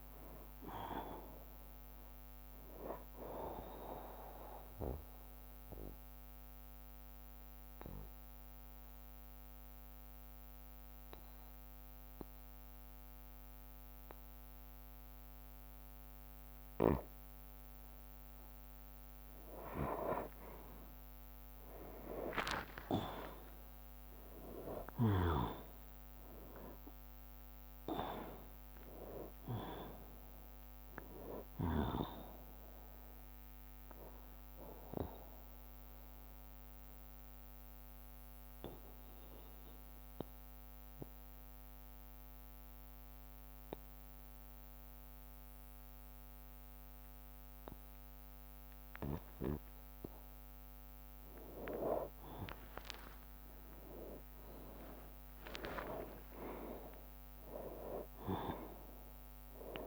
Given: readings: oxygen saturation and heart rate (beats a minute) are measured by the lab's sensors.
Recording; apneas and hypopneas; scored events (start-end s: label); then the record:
a person partly awake in a sleep study, by a microphone on the trachea; 2
0.50-2.50 s: long interval between heartbeats (device-marked, heart rate 89 before, 78 extreme)
1.00-17.00 s: oxygen desaturation (device-marked, oxygen 93% before, 90% lowest, heart rate 90 before, 59 extreme)
5.50-18.50 s: obstructive apnea (oxygen 97% before, 90% lowest, heart rate 91 before, 59 extreme, up 17 after)
6.00-59.87 s: new sleep stage, N2 (light sleep)
14.00-18.00 s: bradycardia (device-marked, heart rate 68 before, 59 extreme)
21.00-26.50 s: arousal
22.50-24.50 s: long interval between heartbeats (device-marked, heart rate 64 before, 66 extreme)
24.00-36.00 s: drop in pulse transit time (device-marked, heart rate 63 before, 67 extreme)
28.00-49.00 s: oxygen desaturation (device-marked, oxygen 98% before, 91% lowest, heart rate 64 before, 58 extreme)
35.00-49.50 s: obstructive apnea (oxygen 98% before, 91% lowest, heart rate 67 before, 58 extreme, up 13 after)
38.00-46.00 s: bradycardia (device-marked, heart rate 69 before, 59 extreme)
49.00-51.00 s: long interval between heartbeats (device-marked, heart rate 64 before, 70 extreme)
51.50-55.50 s: arousal
53.00-59.87 s: drop in pulse transit time (device-marked, heart rate 63 before, 65 extreme)
From the record:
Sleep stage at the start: awake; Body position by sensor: on the back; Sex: male